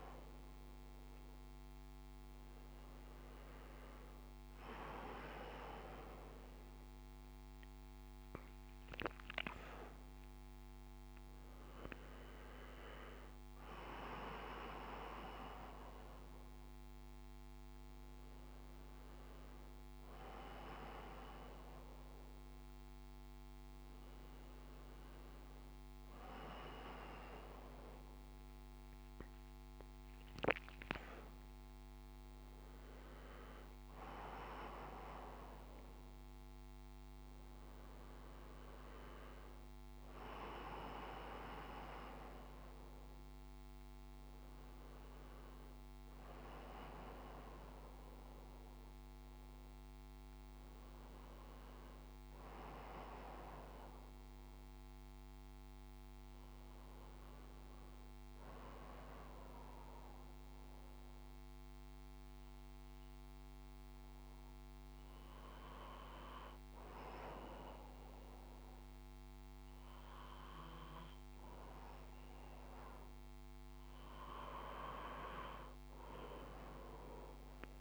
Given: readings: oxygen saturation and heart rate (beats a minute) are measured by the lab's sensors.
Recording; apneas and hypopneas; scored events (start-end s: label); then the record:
breathing in sleep by a microphone on the trachea; none
57.50-77.81 s: new sleep stage, N2 (light sleep)
From the record:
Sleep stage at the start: N1 (lightest sleep); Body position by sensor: on the front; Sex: male